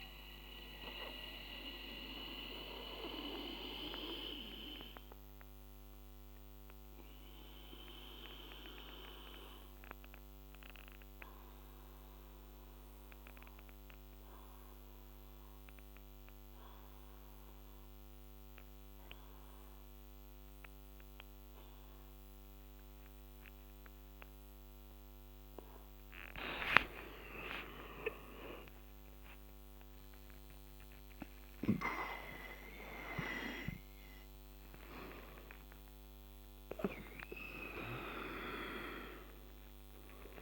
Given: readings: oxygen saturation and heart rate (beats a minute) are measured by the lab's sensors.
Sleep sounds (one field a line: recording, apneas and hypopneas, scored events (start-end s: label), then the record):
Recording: breathing in sleep by a microphone on the trachea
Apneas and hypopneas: 1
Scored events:
0.00-16.00 s: oxygen desaturation (device-marked, oxygen 76% lowest, heart rate 68 extreme)
2.00-23.50 s: obstructive apnea (oxygen 99% before, 76% lowest, heart rate 79 before, 68 extreme, up 1 after)
26.00-30.00 s: arousal
28.00-30.00 s: long interval between heartbeats (device-marked, heart rate 77 before, 68 extreme)
30.00-40.42 s: oxygen desaturation (device-marked, oxygen 99% before, 79% lowest, heart rate 76 before, 68 extreme)
From the record:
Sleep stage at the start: N2 (light sleep)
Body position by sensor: on the back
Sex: male